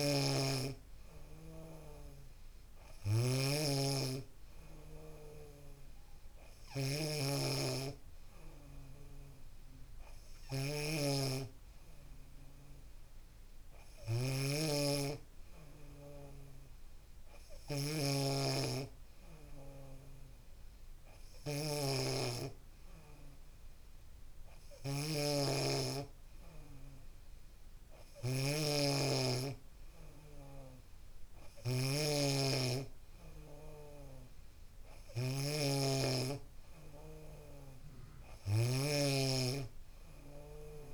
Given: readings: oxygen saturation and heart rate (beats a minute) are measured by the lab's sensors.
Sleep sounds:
breathing in sleep by a room microphone; none
31.50-39.00 s: snoring (device-marked)
From the record:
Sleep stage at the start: N2 (light sleep); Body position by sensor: on the back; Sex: female

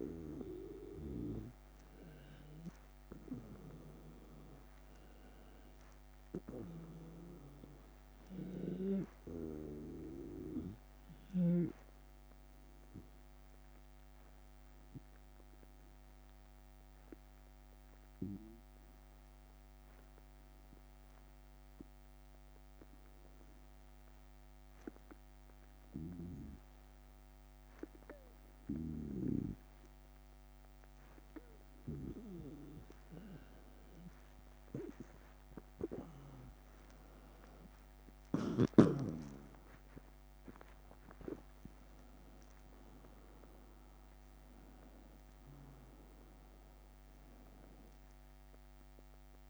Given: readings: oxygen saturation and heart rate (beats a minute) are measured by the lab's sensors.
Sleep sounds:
breathing in sleep by a microphone on the trachea; 1
0.00-3.00 s: arousal
4.50-23.50 s: oxygen desaturation (device-marked, oxygen 98% before, 93% lowest, heart rate 81 before, 78 extreme)
13.50-31.50 s: obstructive apnea (oxygen 98% before, 91% lowest, heart rate 81 before, 75 extreme, up 7 after)
33.50-49.49 s: oxygen desaturation (device-marked, oxygen 96% before, 91% lowest, heart rate 79 before, 75 extreme)
36.00-41.00 s: arousal
36.50-49.49 s: drop in pulse transit time (device-marked, heart rate 79 before, 83 extreme)
From the record:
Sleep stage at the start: N2 (light sleep); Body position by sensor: on the right side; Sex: male

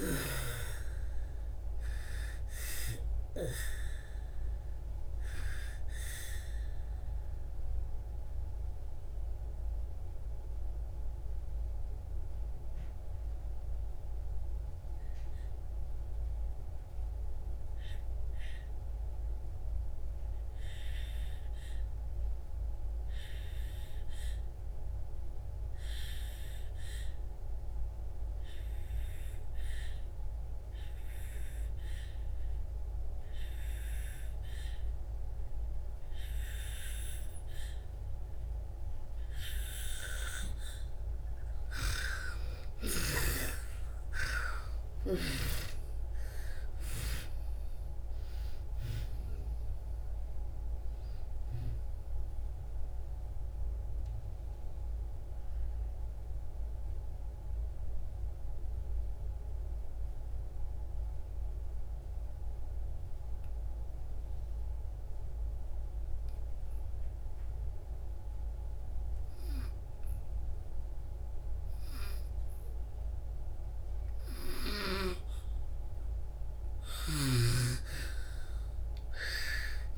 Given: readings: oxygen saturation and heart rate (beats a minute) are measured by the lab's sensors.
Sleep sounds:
breathing in sleep by a room microphone; 2
0.00-22.00 s: oxygen desaturation (device-marked, oxygen 76% lowest)
7.50-40.00 s: mixed apnea (oxygen 93% before, 76% lowest)
27.00-70.00 s: oxygen desaturation (device-marked, oxygen 98% before, 78% lowest)
43.00-48.00 s: arousal
51.50-75.50 s: obstructive apnea (oxygen 98% before, 78% lowest)
72.00-79.98 s: oxygen desaturation (device-marked, oxygen 99% before, 84% lowest)
78.00-79.98 s: arousal
From the record:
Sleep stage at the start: N2 (light sleep); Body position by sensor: on the back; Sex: female

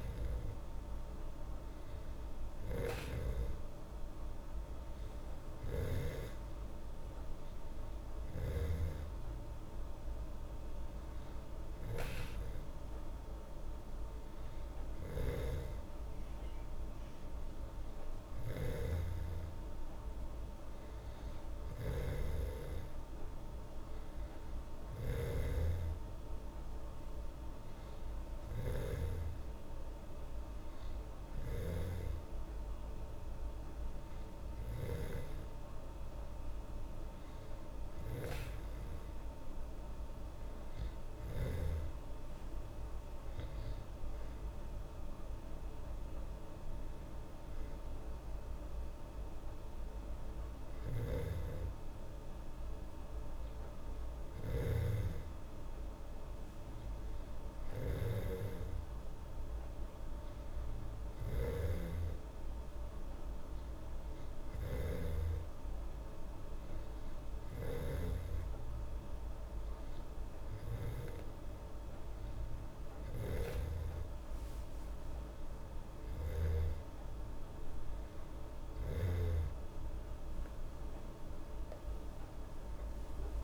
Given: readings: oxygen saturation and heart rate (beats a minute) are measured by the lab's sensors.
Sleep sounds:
breathing in sleep by a room microphone; none
15.00-35.00 s: snoring (device-marked)
54.00-68.00 s: snoring (device-marked)
80.50-83.43 s: arousal
From the record:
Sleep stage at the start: N2 (light sleep); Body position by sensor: on the back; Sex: female

